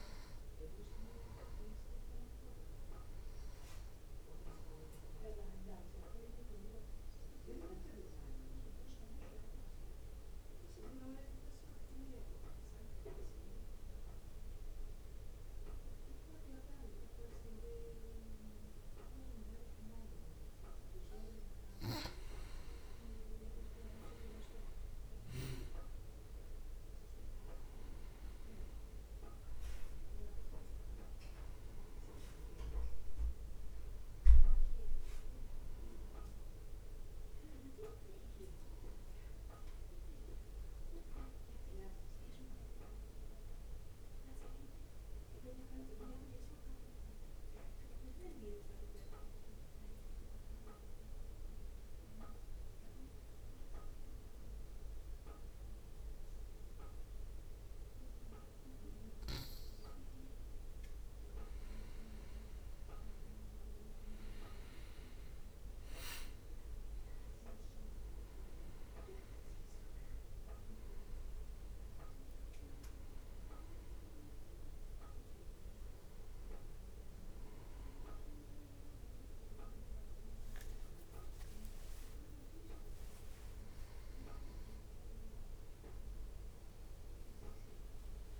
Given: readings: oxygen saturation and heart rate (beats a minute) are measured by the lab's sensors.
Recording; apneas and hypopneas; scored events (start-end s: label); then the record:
breathing in sleep by a room microphone; 2
8.00-21.50 s: mixed apnea (oxygen 96% before, 90% lowest, heart rate 60 before, 57 extreme, up 3 after)
25.50-30.50 s: arousal
26.00-41.00 s: drop in pulse transit time (device-marked, heart rate 61 before, 57 extreme)
26.00-53.00 s: oxygen desaturation (device-marked, oxygen 94% before, 90% lowest, heart rate 61 before, 57 extreme)
40.00-61.50 s: mixed apnea (oxygen 94% before, 90% lowest, heart rate 61 before, 59 extreme, up 0 after)
63.50-68.50 s: arousal
66.00-78.00 s: drop in pulse transit time (device-marked, heart rate 63 before, 59 extreme)
66.00-88.40 s: oxygen desaturation (device-marked, oxygen 96% before, 91% lowest, heart rate 63 before, 57 extreme)
82.00-84.00 s: long interval between heartbeats (device-marked, heart rate 61 before, 69 extreme)
From the record:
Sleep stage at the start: N2 (light sleep); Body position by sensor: on the back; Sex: male